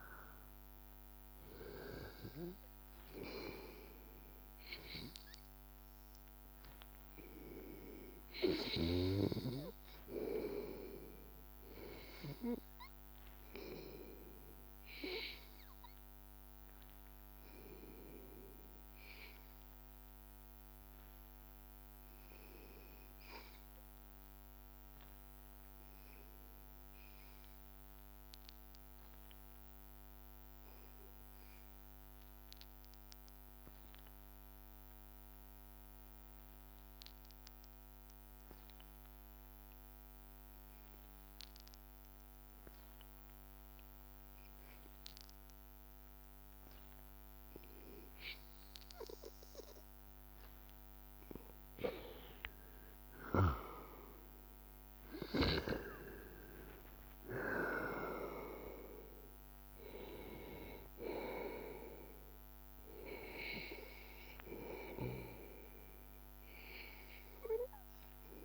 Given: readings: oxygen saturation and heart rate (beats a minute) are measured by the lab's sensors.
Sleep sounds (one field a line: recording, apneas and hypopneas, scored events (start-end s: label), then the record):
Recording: breathing in sleep by a microphone on the trachea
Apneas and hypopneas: 1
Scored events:
0.00-1.50 s: arousal
0.00-28.00 s: oxygen desaturation (device-marked, oxygen 93% lowest, heart rate 80 extreme)
14.50-16.50 s: long interval between heartbeats (device-marked, heart rate 82 before, 83 extreme)
28.00-31.00 s: arousal
33.00-46.50 s: obstructive apnea (oxygen 98% before, 93% lowest, heart rate 83 before, 80 extreme, up 2 after)
46.00-68.45 s: oxygen desaturation (device-marked, oxygen 98% before, 93% lowest, heart rate 81 before, 77 extreme)
48.50-52.00 s: arousal
From the record:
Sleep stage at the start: N2 (light sleep)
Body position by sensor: on the back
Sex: male